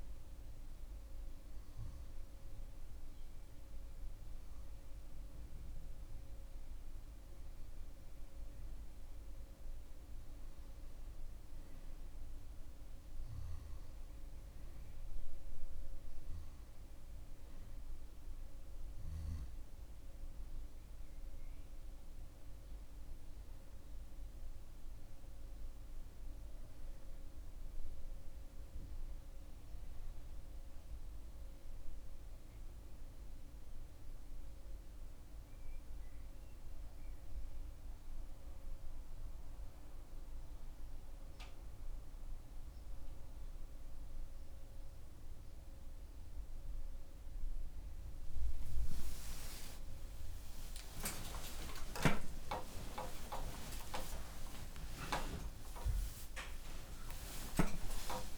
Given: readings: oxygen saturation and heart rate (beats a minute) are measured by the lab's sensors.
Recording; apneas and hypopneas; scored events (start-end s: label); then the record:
breathing in sleep by a room microphone; none
58.00-58.38 s: new sleep stage, awake
From the record:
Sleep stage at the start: N2 (light sleep); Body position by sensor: on the back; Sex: male